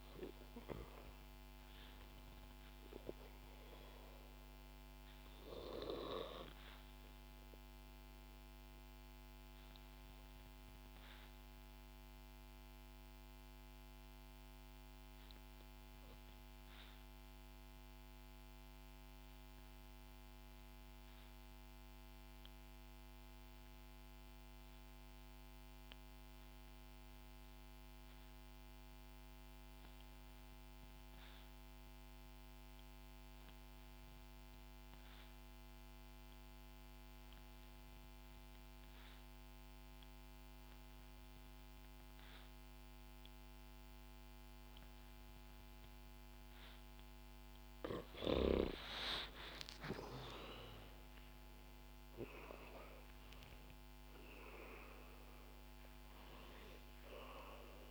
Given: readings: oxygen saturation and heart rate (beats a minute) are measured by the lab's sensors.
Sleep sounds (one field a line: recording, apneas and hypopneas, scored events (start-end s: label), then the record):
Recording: breathing in sleep by a microphone on the trachea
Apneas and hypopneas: 1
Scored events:
0.00-17.00 s: oxygen desaturation (device-marked, oxygen 88% lowest, heart rate 63 extreme)
6.50-47.50 s: obstructive apnea (oxygen 96% before, 84% lowest, heart rate 68 before, 61 extreme, up 6 after)
7.00-57.91 s: new sleep stage, REM sleep
32.00-57.91 s: oxygen desaturation (device-marked, oxygen 97% before, 84% lowest, heart rate 64 before, 61 extreme)
49.00-53.50 s: arousal
From the record:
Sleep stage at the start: N2 (light sleep)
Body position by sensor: on the back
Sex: female